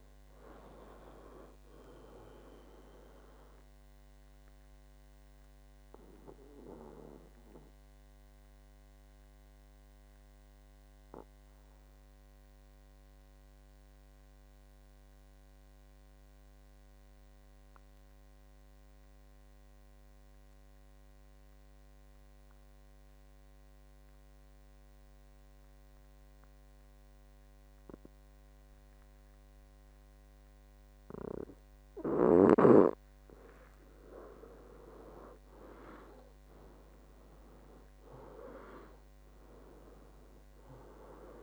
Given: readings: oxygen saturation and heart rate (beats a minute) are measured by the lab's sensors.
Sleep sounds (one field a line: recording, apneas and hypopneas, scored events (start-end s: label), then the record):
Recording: breathing in sleep by a microphone on the trachea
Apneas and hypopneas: 1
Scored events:
0.00-18.50 s: oxygen desaturation (device-marked, oxygen 93% lowest, heart rate 60 extreme)
4.00-32.00 s: obstructive apnea (oxygen 98% before, 93% lowest, heart rate 71 before, 60 extreme, up 17 after)
33.50-41.43 s: oxygen desaturation (device-marked, oxygen 98% before, 93% lowest, heart rate 62 before, 59 extreme)
37.50-41.43 s: arousal
From the record:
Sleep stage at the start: N2 (light sleep)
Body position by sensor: on the back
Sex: male